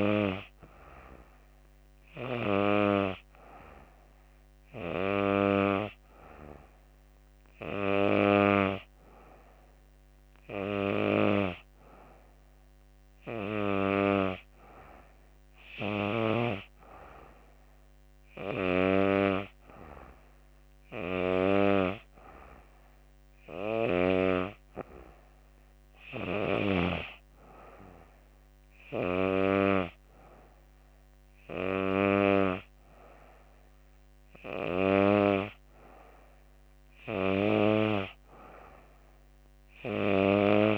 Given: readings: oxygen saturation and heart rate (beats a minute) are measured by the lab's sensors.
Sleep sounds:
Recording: breathing in sleep by a microphone on the trachea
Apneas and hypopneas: none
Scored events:
none scored
From the record:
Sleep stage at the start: N2 (light sleep)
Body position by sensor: on the back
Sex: female

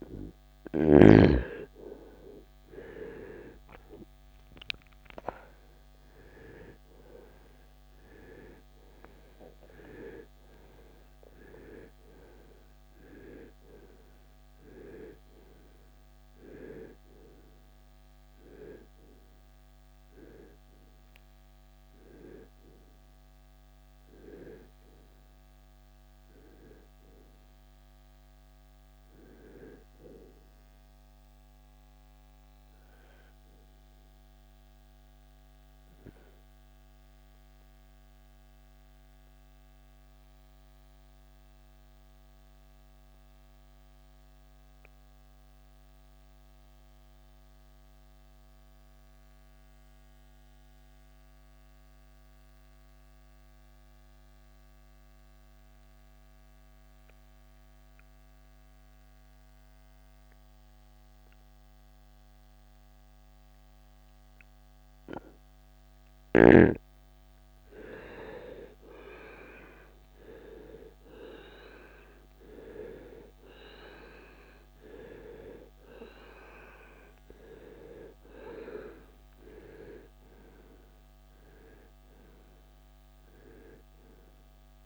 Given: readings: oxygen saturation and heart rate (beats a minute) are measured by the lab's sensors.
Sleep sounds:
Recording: breathing in sleep by a microphone on the trachea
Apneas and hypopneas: 1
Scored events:
1.50-7.50 s: arousal
2.00-47.00 s: oxygen desaturation (device-marked, oxygen 97% before, 79% lowest, heart rate 58 before, 55 extreme)
30.00-84.86 s: new sleep stage, N2 (light sleep)
35.00-67.00 s: mixed apnea (oxygen 94% before, 79% lowest, heart rate 80 before, 55 extreme, up 16 after)
68.50-73.50 s: arousal
69.00-84.86 s: oxygen desaturation (device-marked, oxygen 96% before, 79% lowest, heart rate 62 before, 55 extreme)
From the record:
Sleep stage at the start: N1 (lightest sleep)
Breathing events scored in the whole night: 201 in 3.8 hours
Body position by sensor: on the right side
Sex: male

